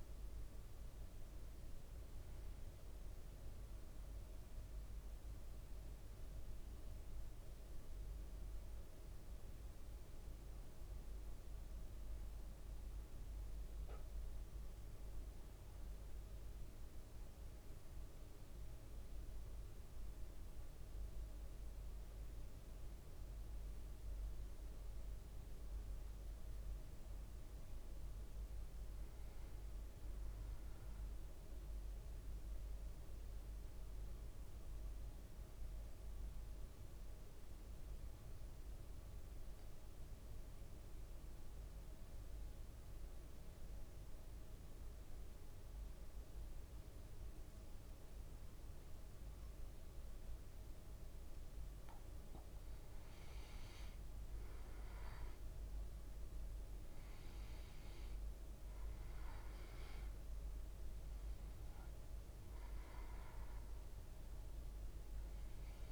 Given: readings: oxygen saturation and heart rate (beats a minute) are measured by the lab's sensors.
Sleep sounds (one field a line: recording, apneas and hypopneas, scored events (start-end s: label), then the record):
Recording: breathing in sleep, hard to hear, by a room microphone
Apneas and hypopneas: 1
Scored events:
0.00-20.00 s: oxygen desaturation (device-marked, oxygen 93% lowest, heart rate 54 extreme)
25.50-29.00 s: arousal
33.00-51.50 s: mixed apnea (oxygen 100% before, 93% lowest, heart rate 56 before, 56 extreme, up 4 after)
53.50-57.50 s: arousal
54.00-65.91 s: oxygen desaturation (device-marked, oxygen 98% before, 93% lowest, heart rate 56 before, 53 extreme)
64.00-65.91 s: new sleep stage, REM sleep
From the record:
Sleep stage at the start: N2 (light sleep)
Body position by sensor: on the back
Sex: male